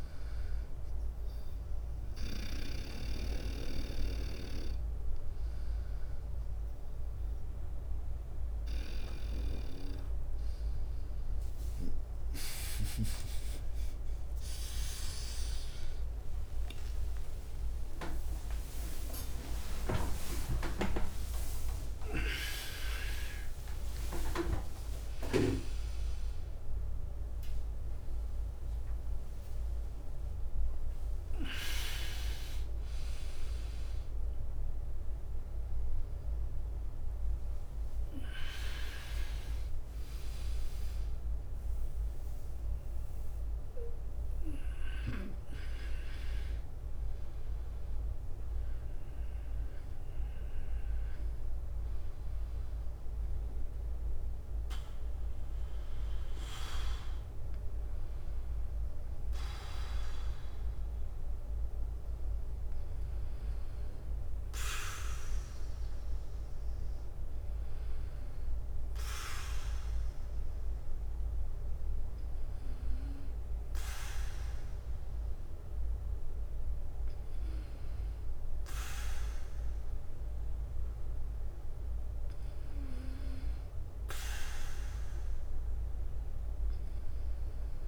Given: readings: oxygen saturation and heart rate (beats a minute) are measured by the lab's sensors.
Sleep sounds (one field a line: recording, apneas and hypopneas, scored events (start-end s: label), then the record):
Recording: breathing in sleep by a room microphone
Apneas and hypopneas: none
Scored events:
0.00-2.00 s: bradycardia (device-marked, heart rate 58 extreme)
0.00-3.00 s: snoring (device-marked)
11.50-16.50 s: arousal
17.00-23.00 s: tachycardia (device-marked, heart rate 57 before, 107 extreme)
19.00-21.00 s: long interval between heartbeats (device-marked, heart rate 62 before, 89 extreme)
22.00-41.00 s: drop in pulse transit time (device-marked, heart rate 69 before, 77 extreme)
24.00-26.00 s: long interval between heartbeats (device-marked, heart rate 74 before, 118 extreme)
53.00-87.88 s: bradycardia (device-marked, heart rate 59 before, 52 extreme)
From the record:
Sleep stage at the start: N2 (light sleep)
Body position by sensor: on the back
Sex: male